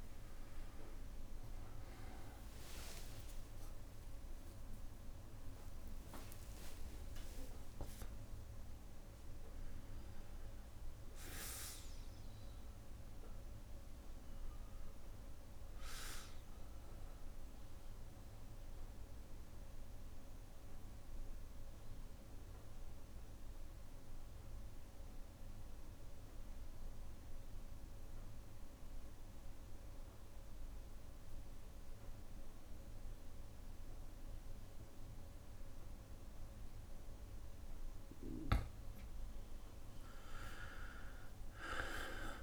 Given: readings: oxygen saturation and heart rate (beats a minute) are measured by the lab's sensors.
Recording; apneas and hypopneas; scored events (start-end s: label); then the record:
a person partly awake in a sleep study, by a room microphone; 1
2.50-4.50 s: long interval between heartbeats (device-marked, heart rate 74 before, 82 extreme)
16.50-42.43 s: new sleep stage, N2 (light sleep)
19.00-37.50 s: obstructive apnea (oxygen 99% before, 93% lowest, heart rate 71 before, 60 extreme, up 4 after)
37.50-42.43 s: oxygen desaturation (device-marked, oxygen 98% before, 93% lowest, heart rate 62 before, 60 extreme)
40.00-42.43 s: arousal
From the record:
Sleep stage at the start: awake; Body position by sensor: on the back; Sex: male